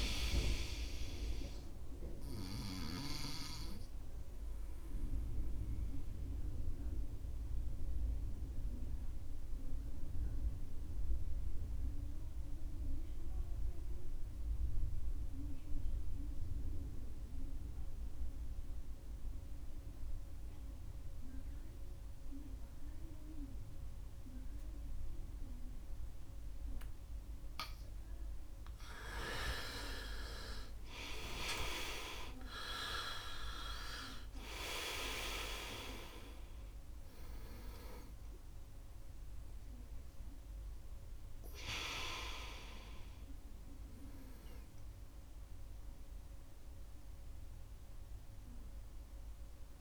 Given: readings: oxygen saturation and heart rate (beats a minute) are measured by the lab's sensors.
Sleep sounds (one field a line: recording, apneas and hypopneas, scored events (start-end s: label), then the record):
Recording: breathing in sleep by a room microphone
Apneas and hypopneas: 1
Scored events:
0.00-17.00 s: oxygen desaturation (device-marked, oxygen 87% lowest, heart rate 63 extreme)
3.00-26.50 s: obstructive apnea (oxygen 98% before, 87% lowest, heart rate 72 before, 63 extreme, up 12 after)
28.00-32.50 s: arousal
29.00-49.81 s: oxygen desaturation (device-marked, oxygen 99% before, 87% lowest, heart rate 67 before, 68 extreme)
31.00-33.00 s: long interval between heartbeats (device-marked, heart rate 68 before, 79 extreme)
From the record:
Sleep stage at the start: N2 (light sleep)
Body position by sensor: on the right side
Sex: male